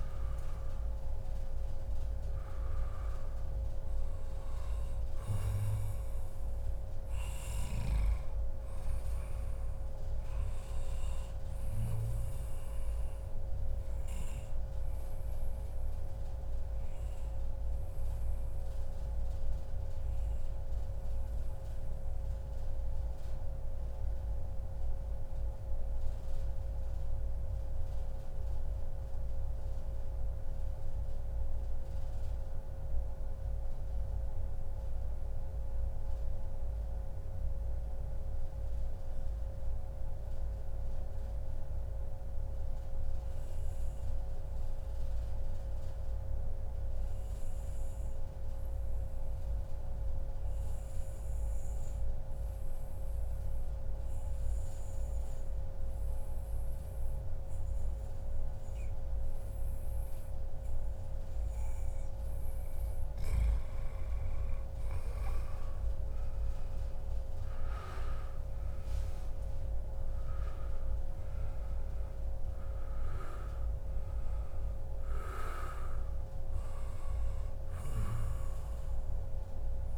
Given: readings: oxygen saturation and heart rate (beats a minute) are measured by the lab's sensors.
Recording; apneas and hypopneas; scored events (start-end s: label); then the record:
breathing in sleep, hard to hear, by a room microphone; 1
0.00-2.50 s: arousal
18.00-60.50 s: mixed apnea (oxygen 98% before, 91% lowest, heart rate 141 before, 87 extreme, up 41 after)
21.50-23.50 s: long interval between heartbeats (device-marked, heart rate 141 before, 133 extreme)
27.00-29.00 s: long interval between heartbeats (device-marked, heart rate 136 before, 97 extreme)
29.50-31.50 s: long interval between heartbeats (device-marked, heart rate 132 before, 100 extreme)
33.50-35.50 s: long interval between heartbeats (device-marked, heart rate 124 before, 109 extreme)
45.50-47.50 s: long interval between heartbeats (device-marked, heart rate 110 before, 106 extreme)
48.50-50.50 s: long interval between heartbeats (device-marked, heart rate 110 before, 96 extreme)
52.00-54.00 s: long interval between heartbeats (device-marked, heart rate 108 before, 91 extreme)
64.50-69.50 s: arousal
65.00-79.98 s: oxygen desaturation (device-marked, oxygen 96% before, 91% lowest, heart rate 103 before, 134 extreme)
From the record:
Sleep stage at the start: N2 (light sleep); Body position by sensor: on the back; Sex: male